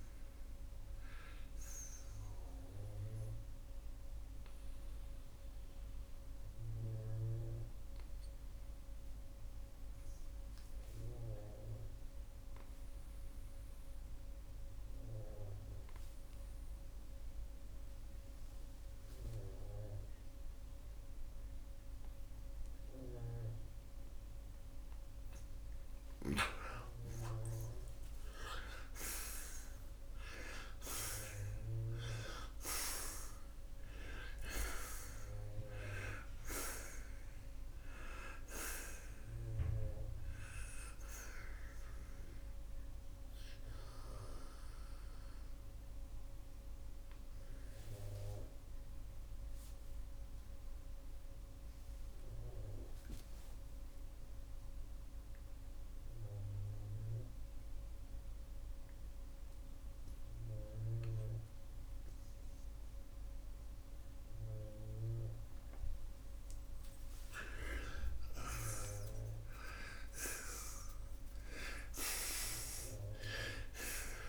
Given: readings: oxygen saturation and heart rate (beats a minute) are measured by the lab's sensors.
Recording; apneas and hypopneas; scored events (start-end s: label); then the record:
breathing in sleep by a room microphone; 2
4.00-24.00 s: obstructive apnea (oxygen 95% before, 84% lowest, heart rate 91 before, 69 extreme, up 24 after)
16.50-28.50 s: oxygen desaturation (device-marked, oxygen 90% before, 84% lowest, heart rate 86 before, 75 extreme)
28.50-33.50 s: arousal
35.50-42.50 s: oxygen desaturation (device-marked, oxygen 96% before, 92% lowest, heart rate 83 before, 74 extreme)
44.00-65.50 s: obstructive apnea (oxygen 96% before, 86% lowest, heart rate 89 before, 74 extreme, up 13 after)
44.50-63.50 s: oxygen desaturation (device-marked, oxygen 95% before, 86% lowest, heart rate 89 before, 74 extreme)
67.00-70.50 s: arousal
From the record:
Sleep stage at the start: N2 (light sleep); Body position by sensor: on the right side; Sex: male